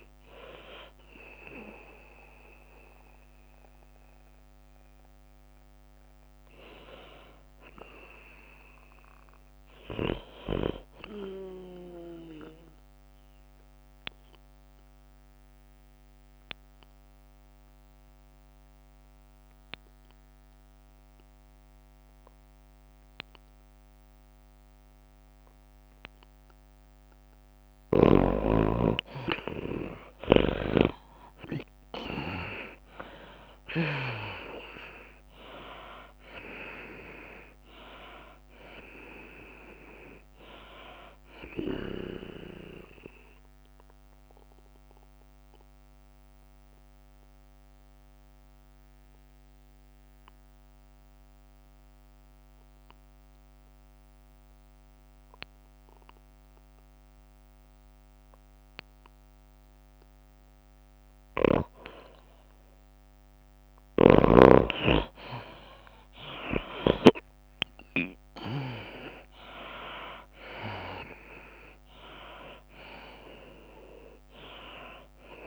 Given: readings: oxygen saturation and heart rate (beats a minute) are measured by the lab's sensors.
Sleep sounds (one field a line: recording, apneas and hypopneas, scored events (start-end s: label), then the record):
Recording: breathing in sleep by a microphone on the trachea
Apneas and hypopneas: 2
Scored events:
0.00-8.50 s: drop in pulse transit time (device-marked, heart rate 97 extreme)
0.00-16.50 s: oxygen desaturation (device-marked, oxygen 81% lowest, heart rate 90 extreme)
14.00-29.00 s: obstructive apnea (oxygen 95% before, 82% lowest, heart rate 106 before, 90 extreme, up 8 after)
31.50-54.50 s: oxygen desaturation (device-marked, oxygen 95% before, 82% lowest, heart rate 93 before, 88 extreme)
32.50-36.50 s: arousal
35.50-50.50 s: drop in pulse transit time (device-marked, heart rate 93 before, 96 extreme)
44.00-62.00 s: obstructive apnea (oxygen 97% before, 79% lowest, heart rate 95 before, 88 extreme, up 5 after)
64.00-67.50 s: arousal
66.50-75.47 s: oxygen desaturation (device-marked, oxygen 96% before, 81% lowest, heart rate 92 before, 87 extreme)
69.50-75.47 s: tachycardia (device-marked, heart rate 95 before, 109 extreme)
70.50-75.47 s: drop in pulse transit time (device-marked, heart rate 91 before, 95 extreme)
72.50-74.50 s: long interval between heartbeats (device-marked, heart rate 91 before, 108 extreme)
From the record:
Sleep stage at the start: N2 (light sleep)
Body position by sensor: on the back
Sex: female